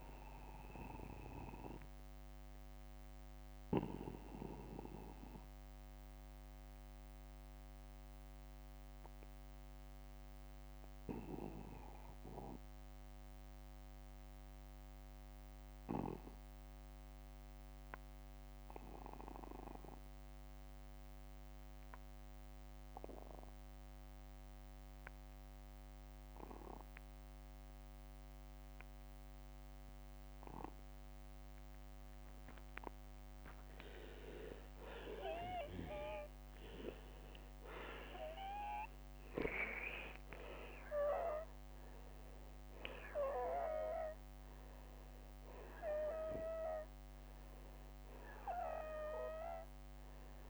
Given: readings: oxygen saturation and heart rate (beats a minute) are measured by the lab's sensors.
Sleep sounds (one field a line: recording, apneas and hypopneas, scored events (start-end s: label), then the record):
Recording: breathing in sleep by a microphone on the trachea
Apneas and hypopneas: 1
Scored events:
1.50-3.50 s: long interval between heartbeats (device-marked, heart rate 67 before, 53 extreme)
2.00-33.00 s: obstructive apnea (oxygen 96% before, 86% lowest, heart rate 67 before, 48 extreme, up 12 after)
13.50-26.50 s: oxygen desaturation (device-marked, oxygen 94% before, 89% lowest, heart rate 60 before, 48 extreme)
29.00-31.00 s: long interval between heartbeats (device-marked, heart rate 55 before, 53 extreme)
34.50-38.00 s: arousal
37.50-50.50 s: oxygen desaturation (device-marked, oxygen 97% before, 92% lowest, heart rate 53 before, 49 extreme)
From the record:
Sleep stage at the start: N2 (light sleep)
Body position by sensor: on the back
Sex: male